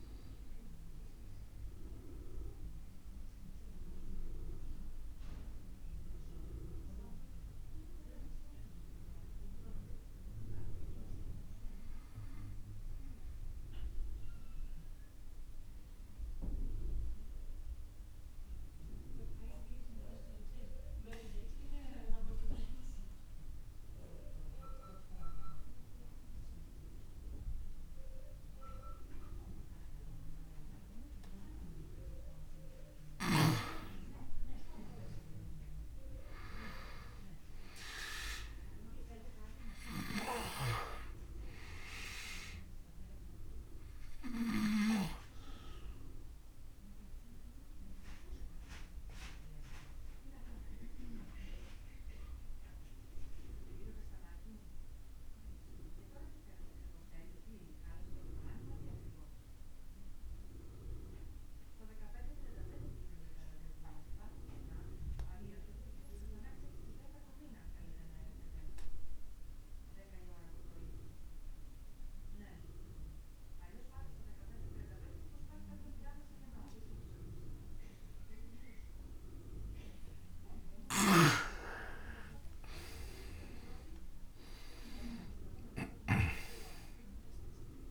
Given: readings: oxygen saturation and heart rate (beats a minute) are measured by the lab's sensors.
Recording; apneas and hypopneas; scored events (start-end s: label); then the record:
breathing in sleep by a room microphone; 2
0.00-21.00 s: oxygen desaturation (device-marked, oxygen 89% lowest)
5.00-7.50 s: arousal
10.50-33.00 s: obstructive apnea (oxygen 99% before, 89% lowest)
35.00-39.00 s: arousal
44.00-68.00 s: oxygen desaturation (device-marked, oxygen 99% before, 93% lowest, heart rate 38 before, 31 extreme)
47.00-79.00 s: obstructive apnea (oxygen 99% before, 87% lowest)
82.00-86.00 s: arousal
82.00-87.91 s: oxygen desaturation (device-marked, oxygen 98% before, 87% lowest)
From the record:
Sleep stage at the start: N2 (light sleep); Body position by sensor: on the back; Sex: male